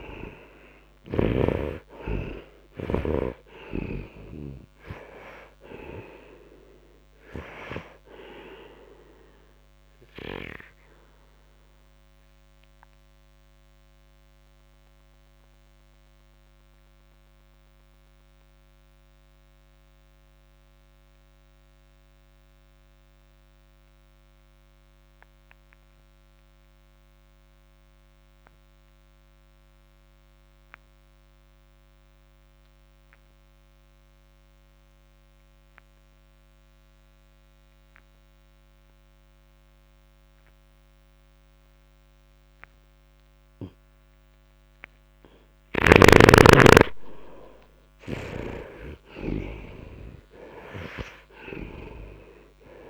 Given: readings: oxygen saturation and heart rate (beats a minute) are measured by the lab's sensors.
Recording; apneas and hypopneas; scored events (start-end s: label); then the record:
breathing in sleep by a microphone on the trachea; 1
0.00-1.00 s: arousal
0.00-39.00 s: oxygen desaturation (device-marked, oxygen 76% lowest, heart rate 50 extreme)
8.50-44.50 s: obstructive apnea (oxygen 97% before, 70% lowest, heart rate 57 before, 51 extreme, up 6 after)
46.00-49.50 s: arousal
47.00-52.90 s: oxygen desaturation (device-marked, oxygen 94% before, 70% lowest, heart rate 60 before, 54 extreme)
From the record:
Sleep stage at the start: N2 (light sleep); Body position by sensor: on the right side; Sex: male